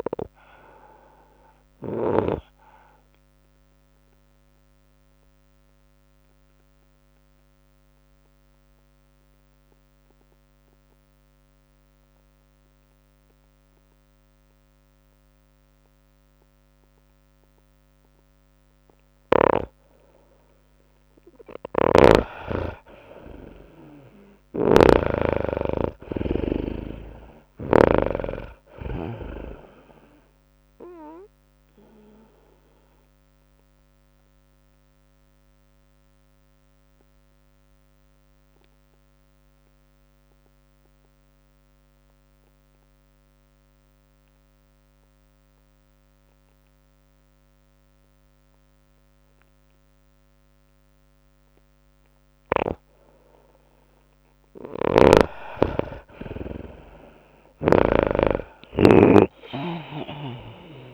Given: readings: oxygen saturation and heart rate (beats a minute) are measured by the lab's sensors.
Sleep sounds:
breathing in sleep by a microphone on the trachea; 2
0.00-12.00 s: tachycardia (device-marked, heart rate 110 extreme)
0.00-14.00 s: oxygen desaturation (device-marked, oxygen 83% lowest, heart rate 99 extreme)
4.50-18.00 s: obstructive apnea (oxygen 99% before, 83% lowest, heart rate 104 before, 99 extreme, up 3 after)
20.00-47.00 s: tachycardia (device-marked, heart rate 104 before, 108 extreme)
21.00-44.00 s: oxygen desaturation (device-marked, oxygen 98% before, 84% lowest, heart rate 104 before, 99 extreme)
22.00-26.50 s: arousal
22.00-28.50 s: snoring (device-marked)
28.00-42.00 s: drop in pulse transit time (device-marked, heart rate 102 before, 105 extreme)
31.50-52.00 s: obstructive apnea (oxygen 98% before, 82% lowest, heart rate 102 before, 99 extreme, up 2 after)
54.00-60.94 s: oxygen desaturation (device-marked, oxygen 98% before, 83% lowest, heart rate 104 before, 99 extreme)
54.00-60.94 s: tachycardia (device-marked, heart rate 104 before, 109 extreme)
55.00-58.50 s: snoring (device-marked)
55.50-59.00 s: arousal
From the record:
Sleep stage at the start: N2 (light sleep); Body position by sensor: on the back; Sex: female

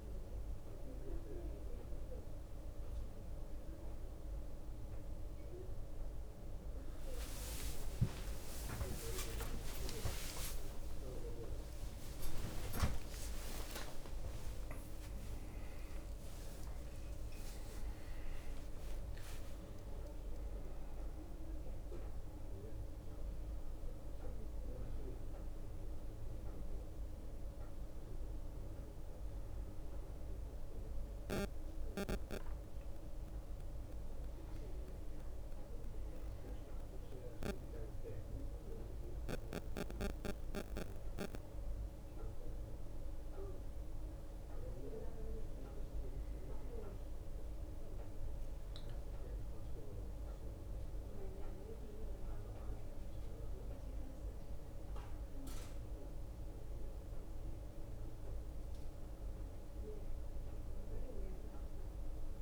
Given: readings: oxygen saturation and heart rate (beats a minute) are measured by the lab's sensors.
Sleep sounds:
a person partly awake in a sleep study, by a room microphone; none
5.00-7.00 s: tachycardia (device-marked)
8.50-10.50 s: long interval between heartbeats (device-marked)
11.50-13.50 s: long interval between heartbeats (device-marked)
19.50-21.50 s: long interval between heartbeats (device-marked, heart rate 51 before, 70 extreme)
20.00-62.42 s: bradycardia (device-marked)
23.00-32.00 s: drop in pulse transit time (device-marked)
26.00-62.42 s: new sleep stage, N1 (lightest sleep)
33.50-35.50 s: long interval between heartbeats (device-marked)
39.00-41.00 s: long interval between heartbeats (device-marked, heart rate 31 before, 38 extreme)
44.00-46.00 s: long interval between heartbeats (device-marked)
50.00-62.42 s: oxygen desaturation (device-marked, oxygen 93% before, 90% lowest)
52.00-62.42 s: drop in pulse transit time (device-marked)
From the record:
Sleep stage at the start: awake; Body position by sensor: on the right side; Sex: male

